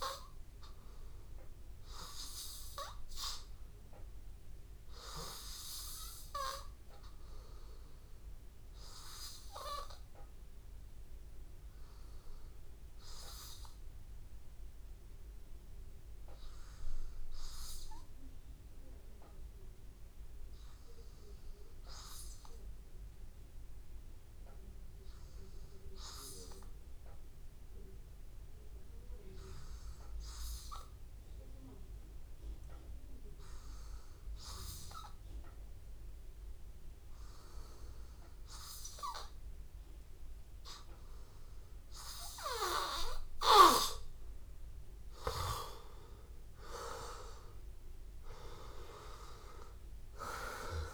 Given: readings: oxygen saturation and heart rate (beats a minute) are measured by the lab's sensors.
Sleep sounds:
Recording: breathing in sleep by a room microphone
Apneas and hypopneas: 1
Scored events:
0.00-16.00 s: oxygen desaturation (device-marked, oxygen 92% lowest, heart rate 83 extreme)
16.00-44.00 s: hypopnea (oxygen 95% before, 88% lowest, heart rate 84 before, 83 extreme, up 3 after)
35.00-50.94 s: oxygen desaturation (device-marked, oxygen 97% before, 88% lowest, heart rate 84 before, 83 extreme)
46.50-50.00 s: arousal
From the record:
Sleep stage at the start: N2 (light sleep)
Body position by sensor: on the back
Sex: male

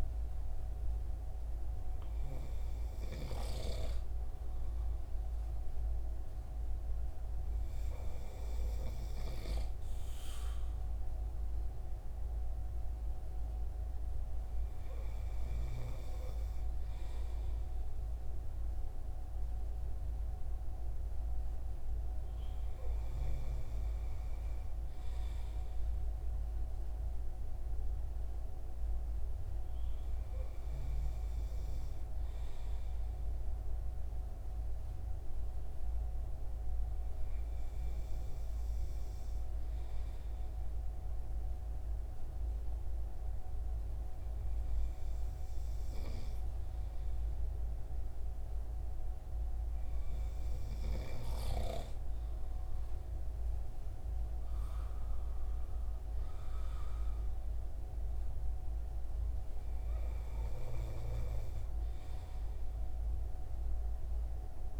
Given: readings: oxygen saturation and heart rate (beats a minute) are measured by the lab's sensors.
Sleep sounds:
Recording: breathing in sleep by a room microphone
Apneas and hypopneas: none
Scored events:
none scored
From the record:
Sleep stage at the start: N2 (light sleep)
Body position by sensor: on the front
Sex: male

